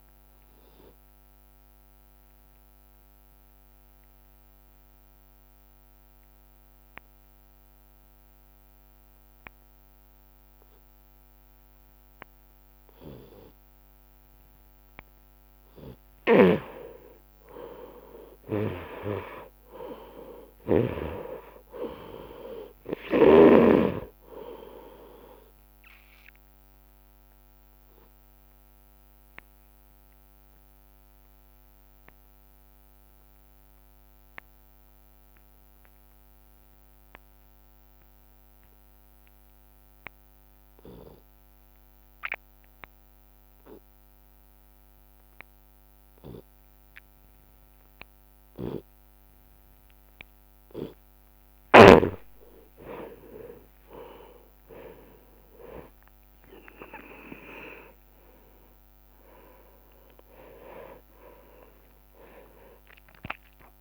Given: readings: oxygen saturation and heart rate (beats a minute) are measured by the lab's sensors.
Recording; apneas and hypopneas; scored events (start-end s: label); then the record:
breathing in sleep by a microphone on the trachea; 2
0.00-1.00 s: long interval between heartbeats (device-marked, heart rate 76 extreme)
1.00-3.00 s: long interval between heartbeats (device-marked, heart rate 73 before, 63 extreme)
2.00-14.00 s: obstructive apnea (oxygen 98% before, 86% lowest, heart rate 74 before, 42 extreme, up 0 after)
6.00-8.00 s: long interval between heartbeats (device-marked, heart rate 72 before, 68 extreme)
11.00-20.00 s: oxygen desaturation (device-marked, oxygen 96% before, 91% lowest, heart rate 72 before, 42 extreme)
12.00-22.00 s: drop in pulse transit time (device-marked, heart rate 71 before, 42 extreme)
16.50-21.00 s: snoring (device-marked)
17.00-19.00 s: long interval between heartbeats (device-marked, heart rate 66 before, 49 extreme)
17.00-21.50 s: arousal
23.50-25.50 s: long interval between heartbeats (device-marked, heart rate 60 before, 46 extreme)
26.00-28.00 s: long interval between heartbeats (device-marked, heart rate 57 before, 49 extreme)
29.00-50.00 s: obstructive apnea (oxygen 97% before, 86% lowest)
31.50-33.50 s: long interval between heartbeats (device-marked, heart rate 54 before, 61 extreme)
33.50-35.50 s: long interval between heartbeats (device-marked, heart rate 53 before, 75 extreme)
35.00-49.00 s: oxygen desaturation (device-marked, oxygen 95% before, 86% lowest)
36.00-38.00 s: long interval between heartbeats (device-marked, heart rate 56 before, 78 extreme)
39.00 s: drop in pulse transit time (device-marked)
39.50-41.50 s: long interval between heartbeats (device-marked, heart rate 60 before, 89 extreme)
41.50-43.50 s: long interval between heartbeats (device-marked, heart rate 64 before, 100 extreme)
42.00-49.00 s: drop in pulse transit time (device-marked, heart rate 67 before, 82 extreme)
44.00-46.00 s: long interval between heartbeats (device-marked, heart rate 71 before, 87 extreme)
46.00-51.00 s: tachycardia (device-marked, heart rate 45 before, 117 extreme)
47.00-49.00 s: long interval between heartbeats (device-marked, heart rate 77 before, 89 extreme)
48.50-52.00 s: snoring (device-marked)
49.50-51.50 s: long interval between heartbeats (device-marked, heart rate 81 before, 115 extreme)
51.00-53.00 s: drop in pulse transit time (device-marked, heart rate 87 before, 111 extreme)
51.50-53.50 s: long interval between heartbeats (device-marked, heart rate 87 before, 111 extreme)
52.00-57.00 s: arousal
55.00-57.00 s: long interval between heartbeats (device-marked, heart rate 95 before, 99 extreme)
58.00-60.00 s: long interval between heartbeats (device-marked, heart rate 95 before, 48 extreme)
60.00-62.00 s: long interval between heartbeats (device-marked, heart rate 91 before, 77 extreme)
From the record:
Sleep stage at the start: N2 (light sleep); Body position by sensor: on the left side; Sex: male